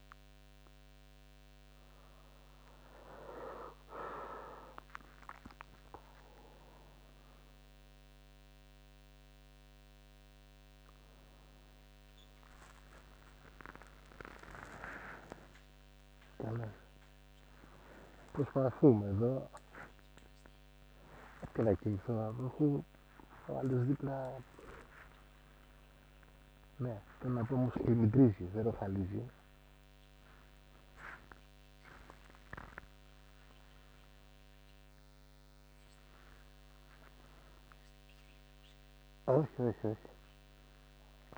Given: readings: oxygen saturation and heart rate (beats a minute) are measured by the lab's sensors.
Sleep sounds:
a person awake in a sleep study, by a microphone on the trachea; none
2.00-41.38 s: new sleep stage, awake
From the record:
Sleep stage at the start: N2 (light sleep); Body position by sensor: on the back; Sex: male

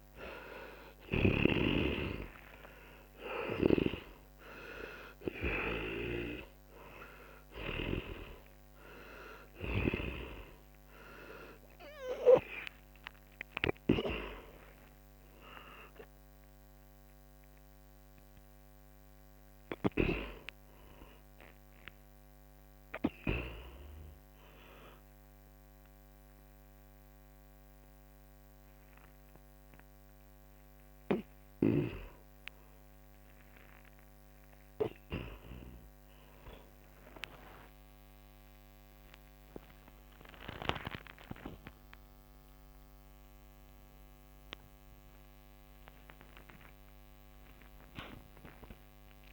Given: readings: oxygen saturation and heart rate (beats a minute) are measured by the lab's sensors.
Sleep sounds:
breathing in sleep by a microphone on the trachea; none
0.00-1.50 s: arousal
0.00-20.50 s: oxygen desaturation (device-marked, oxygen 82% lowest, heart rate 39 extreme)
3.50-23.50 s: snoring (device-marked)
10.50-40.50 s: new sleep stage, N1 (lightest sleep)
27.50-39.50 s: oxygen desaturation (device-marked, oxygen 83% before, 79% lowest, heart rate 156 before, 90 extreme)
31.50-37.50 s: snoring (device-marked)
40.50-49.33 s: new sleep stage, awake
From the record:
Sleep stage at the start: N2 (light sleep); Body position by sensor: on the back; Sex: male

